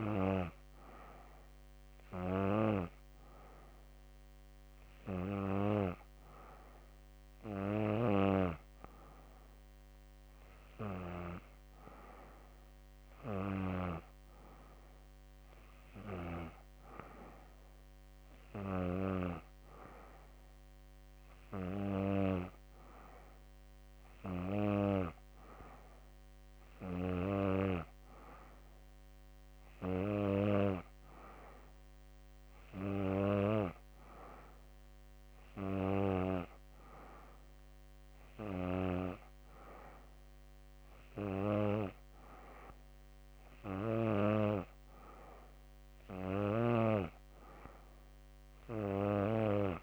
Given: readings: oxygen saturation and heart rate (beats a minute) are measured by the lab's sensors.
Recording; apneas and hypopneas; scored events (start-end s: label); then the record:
breathing in sleep by a microphone on the trachea; none
none scored
From the record:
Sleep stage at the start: N3 (deep sleep); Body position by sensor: on the back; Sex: female